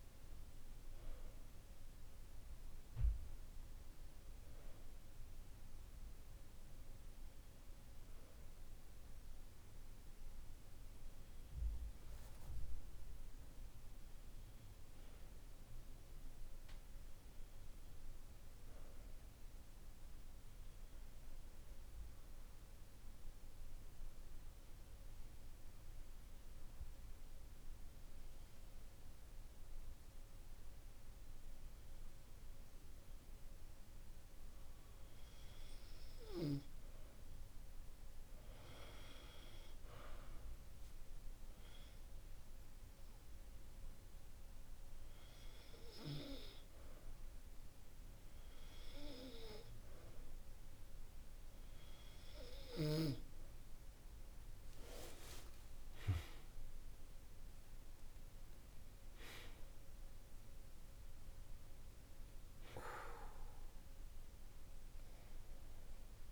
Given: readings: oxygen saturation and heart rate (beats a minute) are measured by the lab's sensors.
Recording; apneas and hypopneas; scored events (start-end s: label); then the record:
breathing in sleep by a room microphone; 1
19.50-36.00 s: obstructive apnea (oxygen 96% before, 93% lowest, heart rate 51 before, 50 extreme, up 4 after)
36.50-40.00 s: arousal
From the record:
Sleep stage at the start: N2 (light sleep); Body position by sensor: on the back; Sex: male